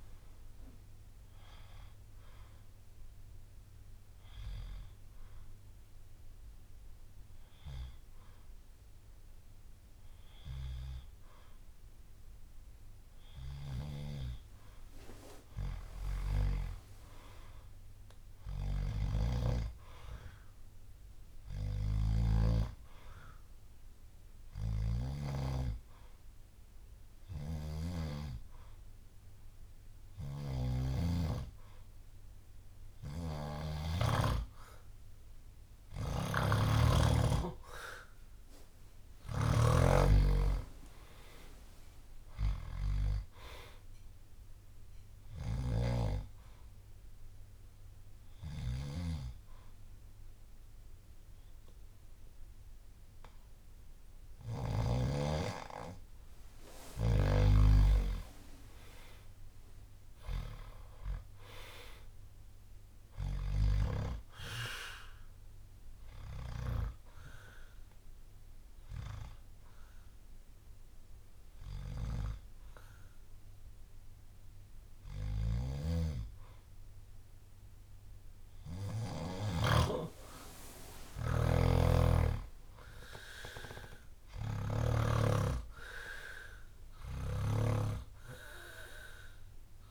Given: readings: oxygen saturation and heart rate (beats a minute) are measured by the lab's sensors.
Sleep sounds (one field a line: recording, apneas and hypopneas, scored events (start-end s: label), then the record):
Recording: breathing in sleep by a room microphone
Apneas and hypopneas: 4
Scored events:
0.00-3.50 s: drop in pulse transit time (device-marked, heart rate 67 extreme)
2.50-7.50 s: bradycardia (device-marked, heart rate 66 before, 58 extreme)
3.00-14.50 s: hypopnea (oxygen 97% before, 91% lowest, heart rate 66 before, 59 extreme, up 14 after)
8.50-16.50 s: oxygen desaturation (device-marked, oxygen 97% before, 91% lowest, heart rate 66 before, 60 extreme)
16.50-20.50 s: arousal
19.00-22.50 s: snoring (device-marked)
23.50-34.00 s: hypopnea (oxygen 97% before, 92% lowest, heart rate 64 before, 60 extreme, up 10 after)
27.00-34.00 s: snoring (device-marked)
36.00-38.00 s: long interval between heartbeats (device-marked, heart rate 64 before, 65 extreme)
36.00-39.50 s: snoring (device-marked)
37.50-41.50 s: arousal
45.50-55.00 s: snoring (device-marked)
45.50-65.50 s: oxygen desaturation (device-marked, oxygen 95% before, 92% lowest, heart rate 64 before, 57 extreme)
46.00-57.00 s: obstructive apnea (oxygen 96% before, 92% lowest, heart rate 64 before, 57 extreme, up 13 after)
58.50-62.50 s: arousal
66.00-77.00 s: hypopnea (oxygen 95% before, 92% lowest, heart rate 66 before, 57 extreme, up 16 after)
68.50-75.50 s: bradycardia (device-marked, heart rate 66 before, 58 extreme)
75.50-79.00 s: snoring (device-marked)
75.50-84.50 s: oxygen desaturation (device-marked, oxygen 96% before, 92% lowest, heart rate 65 before, 58 extreme)
81.00-85.00 s: snoring (device-marked)
83.00-87.00 s: arousal
From the record:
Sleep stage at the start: N2 (light sleep)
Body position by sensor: on the back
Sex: male